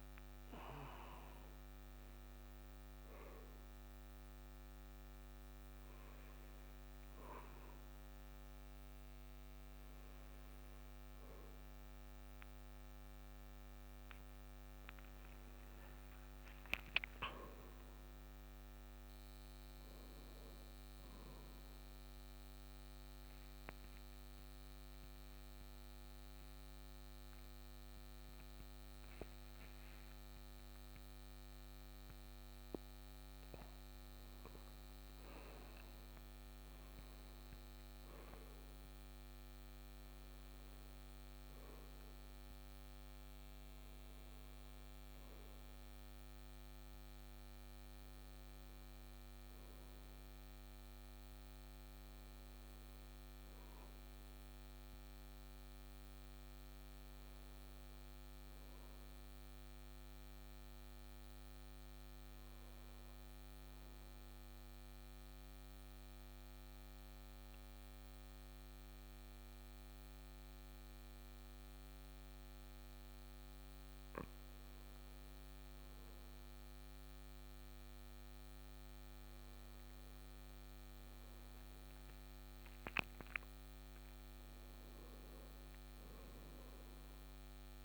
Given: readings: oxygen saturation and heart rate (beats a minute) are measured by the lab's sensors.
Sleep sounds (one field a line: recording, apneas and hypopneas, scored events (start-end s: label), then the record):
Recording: breathing in sleep, hard to hear, by a microphone on the trachea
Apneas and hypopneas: 1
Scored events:
57.00-87.85 s: new sleep stage, N2 (light sleep)
63.50-74.50 s: central apnea (oxygen 97% before, 94% lowest, heart rate 60 before, 57 extreme, up 1 after)
77.00-81.50 s: arousal
From the record:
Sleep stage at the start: N1 (lightest sleep)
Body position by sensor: on the right side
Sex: male